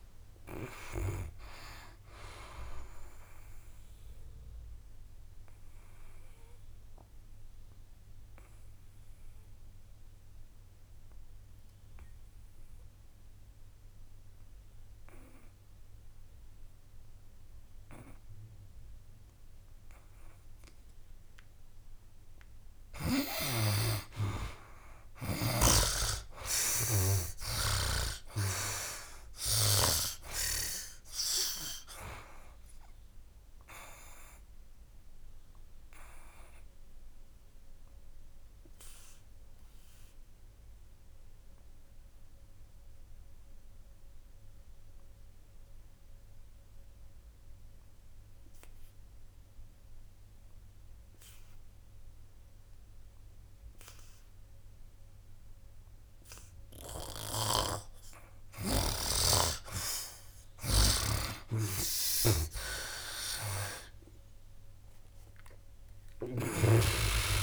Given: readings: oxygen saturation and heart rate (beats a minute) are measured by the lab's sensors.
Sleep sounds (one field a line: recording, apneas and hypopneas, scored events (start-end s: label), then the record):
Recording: breathing in sleep by a room microphone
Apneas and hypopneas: 2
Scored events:
0.00-23.50 s: oxygen desaturation (device-marked, oxygen 71% lowest, heart rate 64 extreme)
4.50-21.50 s: obstructive apnea (oxygen 89% before, 71% lowest, heart rate 83 before, 64 extreme, up 5 after)
25.50-30.00 s: snoring (device-marked)
25.50-48.50 s: oxygen desaturation (device-marked, oxygen 99% before, 75% lowest, heart rate 71 before, 63 extreme)
26.00-30.00 s: arousal
35.00-57.50 s: obstructive apnea (oxygen 99% before, 75% lowest, heart rate 70 before, 63 extreme, up 11 after)
56.50-67.43 s: oxygen desaturation (device-marked, oxygen 98% before, 77% lowest, heart rate 67 before, 63 extreme)
57.00-67.43 s: snoring (device-marked)
62.00-67.43 s: arousal
From the record:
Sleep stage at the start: N2 (light sleep)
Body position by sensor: on the back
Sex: male